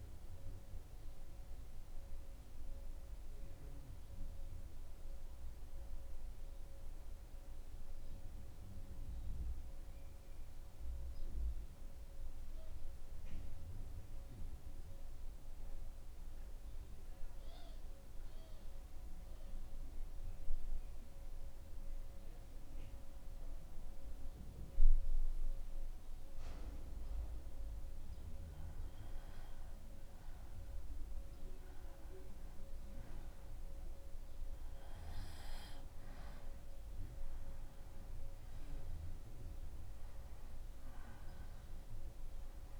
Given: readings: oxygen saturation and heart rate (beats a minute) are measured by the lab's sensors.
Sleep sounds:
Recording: breathing in sleep, hard to hear, by a room microphone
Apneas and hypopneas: 1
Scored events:
3.00-27.50 s: obstructive apnea (oxygen 96% before, 88% lowest, heart rate 78 before, 74 extreme, up 2 after)
10.50-33.50 s: oxygen desaturation (device-marked, oxygen 97% before, 88% lowest, heart rate 77 before, 74 extreme)
30.50-36.00 s: arousal
From the record:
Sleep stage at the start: N2 (light sleep)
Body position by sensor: on the back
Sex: male

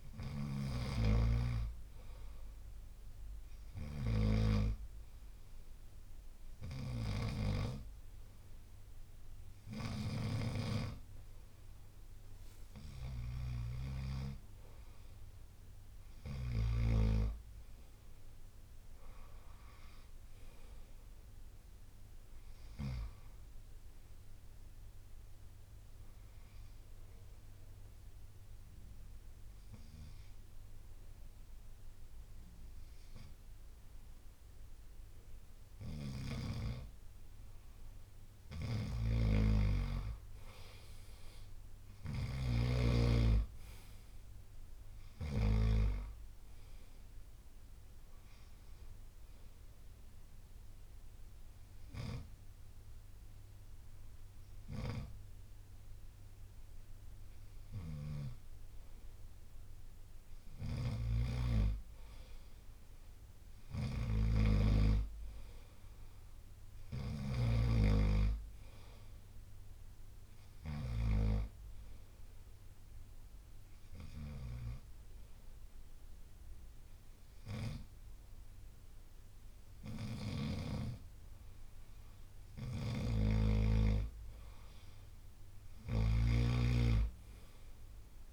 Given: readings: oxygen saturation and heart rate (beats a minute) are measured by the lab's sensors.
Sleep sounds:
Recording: breathing in sleep by a room microphone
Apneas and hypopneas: 4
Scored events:
0.00-10.00 s: oxygen desaturation (device-marked, oxygen 91% lowest, heart rate 62 extreme)
0.00-10.00 s: snoring (device-marked)
2.50-12.50 s: hypopnea (oxygen 95% before, 90% lowest, heart rate 65 before, 62 extreme, up 0 after)
14.50-18.50 s: arousal
25.50-35.50 s: obstructive apnea (oxygen 95% before, 90% lowest, heart rate 65 before, 61 extreme, up 2 after)
38.00-42.00 s: arousal
38.00-42.00 s: snoring (device-marked)
44.00-60.00 s: oxygen desaturation (device-marked, oxygen 95% before, 90% lowest, heart rate 62 before, 59 extreme)
47.00-56.00 s: drop in pulse transit time (device-marked, heart rate 63 before, 61 extreme)
47.50-49.50 s: long interval between heartbeats (device-marked, heart rate 63 before, 71 extreme)
48.50-58.50 s: hypopnea (oxygen 95% before, 90% lowest, heart rate 63 before, 59 extreme, up 0 after)
58.00-62.00 s: bradycardia (device-marked, heart rate 65 before, 59 extreme)
60.50-64.50 s: snoring (device-marked)
62.00-66.50 s: arousal
68.00-81.00 s: oxygen desaturation (device-marked, oxygen 95% before, 92% lowest, heart rate 63 before, 62 extreme)
72.50-82.50 s: hypopnea (oxygen 95% before, 91% lowest, heart rate 62 before, 62 extreme, up 5 after)
82.50-86.00 s: snoring (device-marked)
84.50-88.00 s: arousal
87.00-88.33 s: oxygen desaturation (device-marked, oxygen 95% before, 91% lowest, heart rate 67 before, 62 extreme)
From the record:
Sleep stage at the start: N2 (light sleep)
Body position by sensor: on the right side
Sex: male

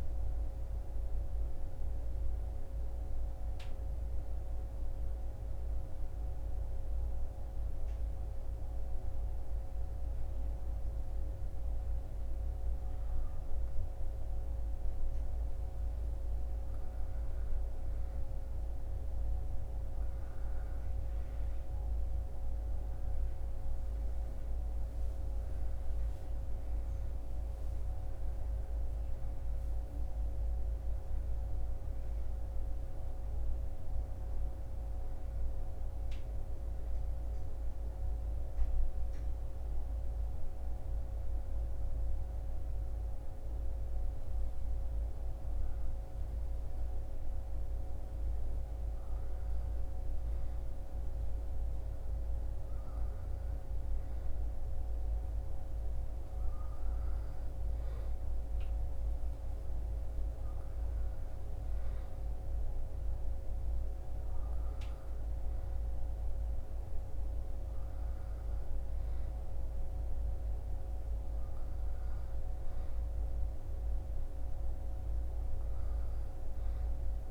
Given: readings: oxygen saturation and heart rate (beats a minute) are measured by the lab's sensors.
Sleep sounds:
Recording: breathing in sleep, hard to hear, by a room microphone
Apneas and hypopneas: 1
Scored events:
5.50-15.50 s: obstructive apnea (oxygen 98% before, 95% lowest, heart rate 65 before, 63 extreme, up 3 after)
20.50-25.50 s: arousal
From the record:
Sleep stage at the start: N2 (light sleep)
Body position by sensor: on the back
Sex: male

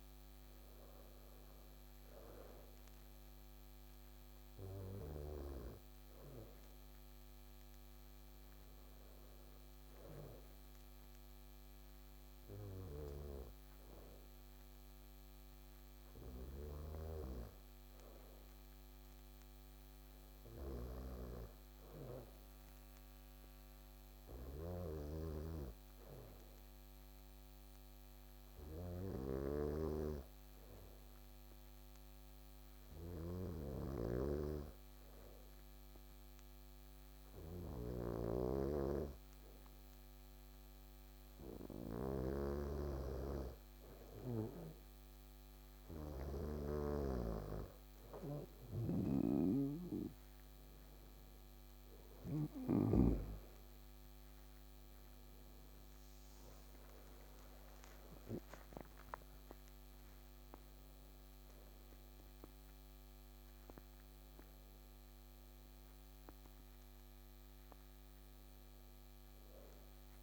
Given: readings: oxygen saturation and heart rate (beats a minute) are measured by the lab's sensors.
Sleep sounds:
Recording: breathing in sleep by a microphone on the trachea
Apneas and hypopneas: 1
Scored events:
5.50-8.50 s: arousal
10.50-45.00 s: obstructive apnea (oxygen 97% before, 93% lowest, heart rate 67 before, 66 extreme, up 5 after)
12.50-53.00 s: snoring (device-marked)
48.50-53.00 s: arousal
From the record:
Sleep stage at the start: N2 (light sleep)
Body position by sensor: on the back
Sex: male

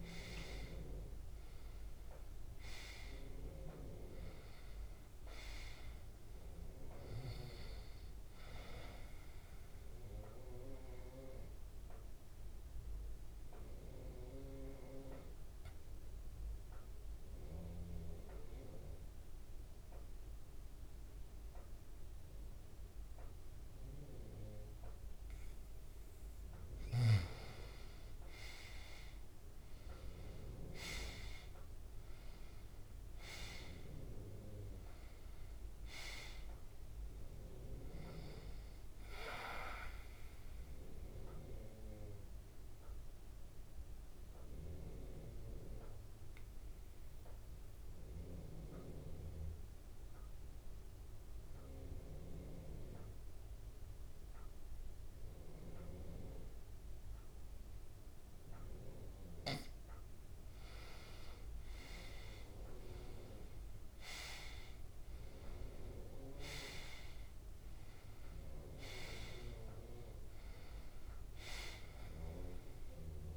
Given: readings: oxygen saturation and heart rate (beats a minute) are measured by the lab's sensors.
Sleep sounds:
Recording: breathing in sleep by a room microphone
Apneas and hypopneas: 2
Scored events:
0.50-4.50 s: arousal
9.50-28.50 s: oxygen desaturation (device-marked, oxygen 98% before, 91% lowest, heart rate 70 before, 68 extreme)
10.00-26.50 s: mixed apnea (oxygen 98% before, 87% lowest, heart rate 70 before, 68 extreme)
27.50-31.50 s: arousal
36.50-59.50 s: oxygen desaturation (device-marked, oxygen 98% before, 88% lowest, heart rate 122 before, 44 extreme)
41.00-59.00 s: mixed apnea (oxygen 98% before, 87% lowest, heart rate 145 before, 44 extreme)
51.50-57.50 s: bradycardia (device-marked, heart rate 78 before, 44 extreme)
61.50-66.00 s: arousal
From the record:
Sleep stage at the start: N2 (light sleep)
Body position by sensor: on the back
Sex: male

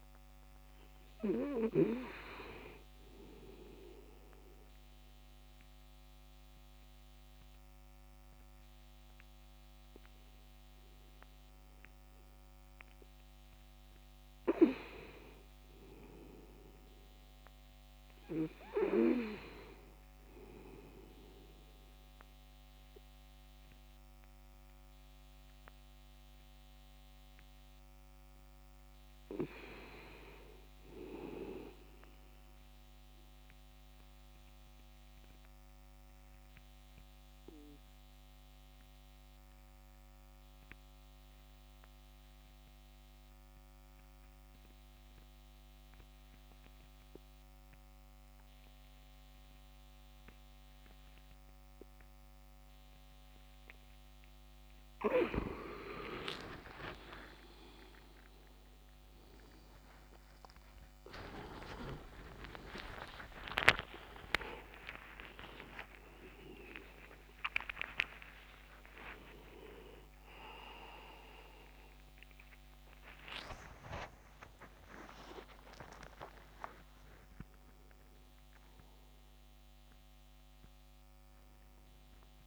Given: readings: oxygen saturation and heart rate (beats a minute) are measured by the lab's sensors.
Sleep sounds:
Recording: a person partly awake in a sleep study, by a microphone on the trachea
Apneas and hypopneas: 2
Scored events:
0.00-11.00 s: oxygen desaturation (device-marked, oxygen 94% lowest, heart rate 65 extreme)
3.00-14.50 s: obstructive apnea (oxygen 99% before, 90% lowest, heart rate 70 before, 65 extreme, up 4 after)
16.50-20.50 s: arousal
32.50-55.00 s: obstructive apnea (oxygen 98% before, 90% lowest)
52.00-82.47 s: oxygen desaturation (device-marked, oxygen 96% before, 90% lowest)
58.00-82.47 s: new sleep stage, awake
From the record:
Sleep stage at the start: N2 (light sleep)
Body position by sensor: on the back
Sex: male

